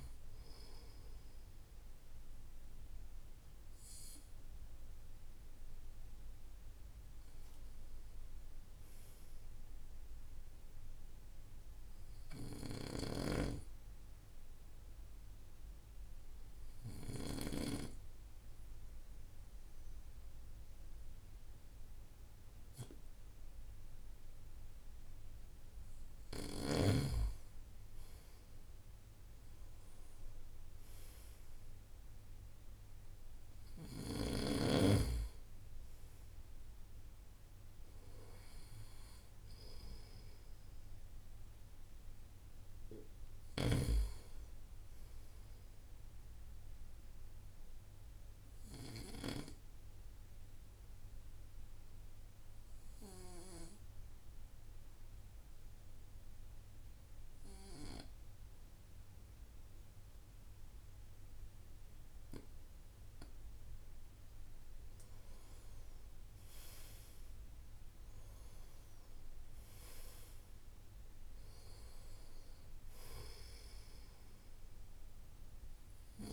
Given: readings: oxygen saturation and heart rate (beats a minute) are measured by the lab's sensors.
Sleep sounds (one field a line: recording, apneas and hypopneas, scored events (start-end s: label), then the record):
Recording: breathing in sleep by a room microphone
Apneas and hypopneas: 2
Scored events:
0.00-9.50 s: oxygen desaturation (device-marked, oxygen 89% lowest, heart rate 55 extreme)
5.50-9.00 s: arousal
11.50-25.50 s: obstructive apnea (oxygen 96% before, 91% lowest, heart rate 57 before, 55 extreme, up 6 after)
27.00-30.50 s: arousal
30.50-46.50 s: oxygen desaturation (device-marked, oxygen 95% before, 92% lowest, heart rate 58 before, 57 extreme)
47.00-64.50 s: obstructive apnea (oxygen 95% before, 89% lowest, heart rate 59 before, 53 extreme, up 12 after)
66.00-70.00 s: arousal
68.50-76.33 s: oxygen desaturation (device-marked, oxygen 95% before, 91% lowest, heart rate 60 before, 53 extreme)
From the record:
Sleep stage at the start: N2 (light sleep)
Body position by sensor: on the right side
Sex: male